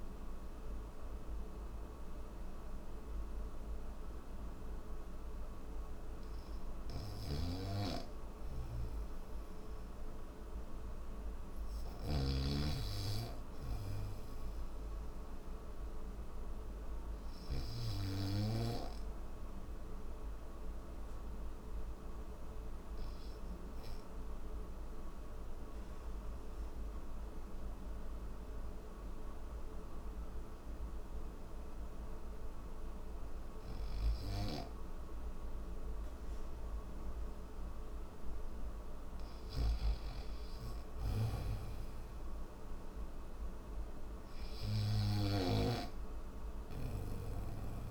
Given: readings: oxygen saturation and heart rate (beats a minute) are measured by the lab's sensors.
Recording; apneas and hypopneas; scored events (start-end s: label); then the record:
breathing in sleep by a room microphone; none
6.50-11.50 s: snoring (device-marked)
38.50-47.91 s: snoring (device-marked)
From the record:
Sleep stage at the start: N3 (deep sleep); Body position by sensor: on the back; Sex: male